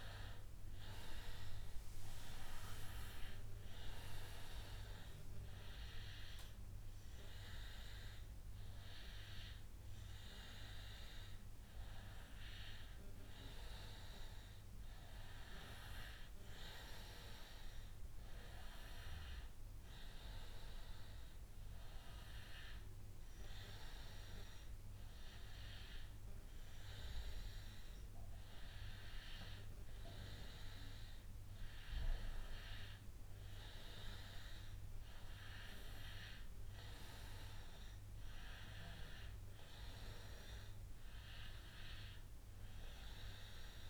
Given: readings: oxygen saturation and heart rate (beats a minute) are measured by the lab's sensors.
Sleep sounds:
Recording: breathing in sleep by a room microphone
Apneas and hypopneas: none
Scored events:
none scored
From the record:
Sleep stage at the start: N1 (lightest sleep)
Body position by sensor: on the back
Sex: male

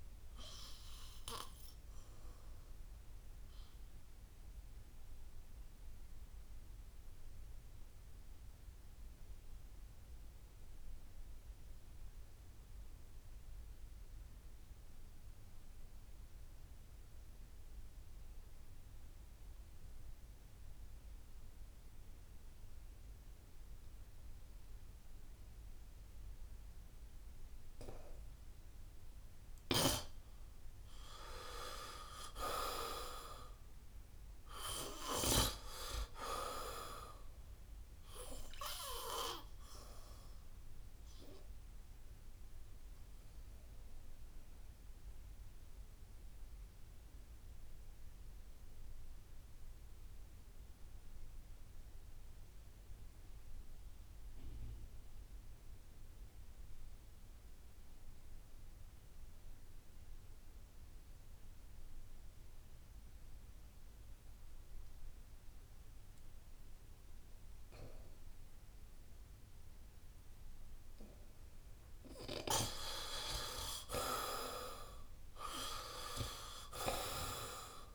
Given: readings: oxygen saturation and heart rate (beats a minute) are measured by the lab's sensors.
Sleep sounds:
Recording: breathing in sleep by a room microphone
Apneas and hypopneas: 2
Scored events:
0.00-17.00 s: oxygen desaturation (device-marked, oxygen 77% lowest, heart rate 64 extreme)
3.50-29.00 s: obstructive apnea (oxygen 95% before, 77% lowest, heart rate 74 before, 64 extreme, up 5 after)
27.00-55.00 s: oxygen desaturation (device-marked, oxygen 97% before, 79% lowest, heart rate 68 before, 64 extreme)
29.50-35.50 s: snoring (device-marked)
32.00-35.50 s: arousal
44.00-71.00 s: obstructive apnea (oxygen 97% before, 77% lowest, heart rate 72 before, 64 extreme, up 6 after)
61.00-77.94 s: oxygen desaturation (device-marked, oxygen 96% before, 77% lowest, heart rate 67 before, 63 extreme)
73.50-76.50 s: arousal
From the record:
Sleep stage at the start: N2 (light sleep)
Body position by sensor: on the back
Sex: male

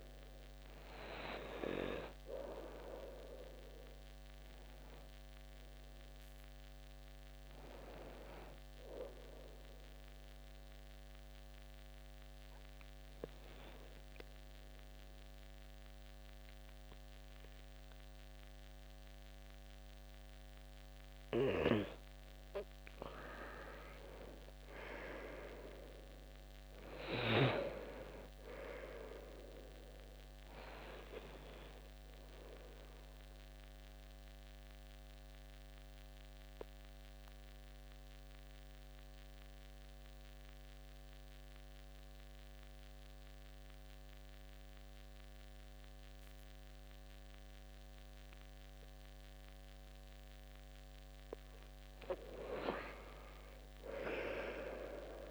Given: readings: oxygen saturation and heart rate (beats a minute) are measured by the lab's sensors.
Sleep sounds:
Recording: breathing in sleep by a microphone on the trachea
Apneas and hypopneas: 2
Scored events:
4.50-21.00 s: obstructive apnea (oxygen 97% before, 91% lowest, heart rate 75 before, 66 extreme, up 6 after)
23.50-27.00 s: arousal
33.50-51.00 s: mixed apnea (oxygen 97% before, 91% lowest, heart rate 70 before, 64 extreme, up 4 after)
48.00-55.00 s: oxygen desaturation (device-marked, oxygen 95% before, 91% lowest, heart rate 70 before, 64 extreme)
53.00-55.31 s: arousal
From the record:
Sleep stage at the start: N2 (light sleep)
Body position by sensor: on the back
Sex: male

